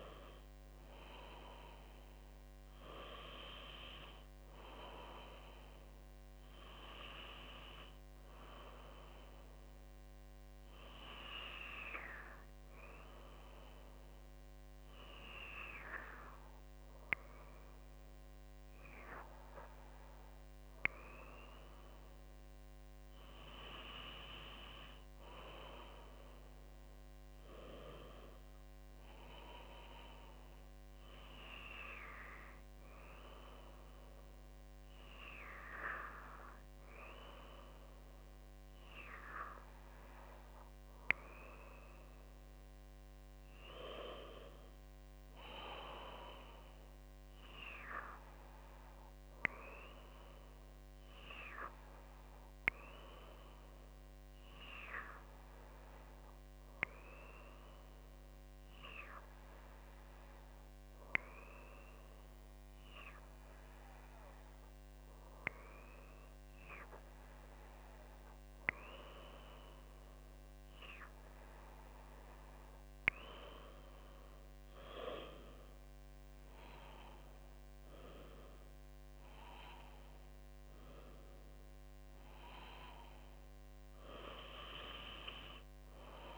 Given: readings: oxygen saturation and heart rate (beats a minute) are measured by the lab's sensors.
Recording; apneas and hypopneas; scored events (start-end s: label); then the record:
breathing in sleep by a microphone on the trachea; 2
8.00-23.00 s: hypopnea (oxygen 97% before, 95% lowest, heart rate 57 before, 51 extreme, up 4 after)
25.50-29.50 s: arousal
53.50-72.50 s: hypopnea (oxygen 98% before, 95% lowest, heart rate 54 before, 51 extreme, up 8 after)
73.50-76.00 s: arousal
From the record:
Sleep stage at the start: N2 (light sleep); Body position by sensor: on the left side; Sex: female